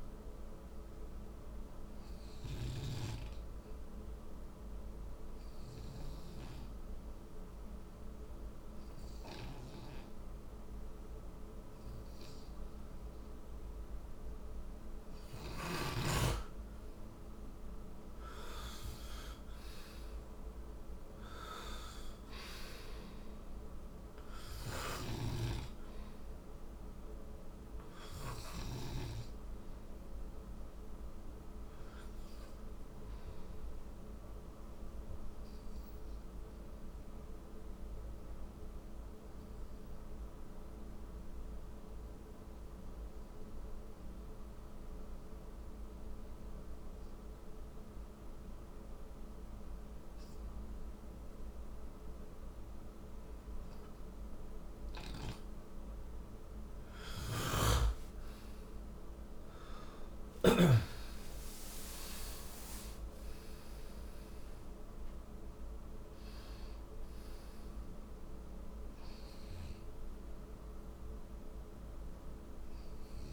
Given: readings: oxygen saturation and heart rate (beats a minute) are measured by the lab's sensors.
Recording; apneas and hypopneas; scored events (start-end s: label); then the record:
breathing in sleep by a room microphone; 2
4.00-15.50 s: obstructive apnea (oxygen 98% before, 91% lowest, heart rate 61 before, 53 extreme, up 5 after)
10.00-24.00 s: oxygen desaturation (device-marked, oxygen 98% before, 93% lowest, heart rate 56 before, 53 extreme)
17.00-20.50 s: arousal
26.00-43.00 s: oxygen desaturation (device-marked, oxygen 94% before, 91% lowest, heart rate 59 before, 53 extreme)
34.50-55.50 s: obstructive apnea (oxygen 97% before, 91% lowest, heart rate 58 before, 54 extreme, up 13 after)
56.50-60.00 s: snoring (device-marked)
57.50-64.50 s: arousal
59.00-73.33 s: oxygen desaturation (device-marked, oxygen 97% before, 91% lowest, heart rate 58 before, 53 extreme)
From the record:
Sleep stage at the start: N2 (light sleep); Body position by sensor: on the right side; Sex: male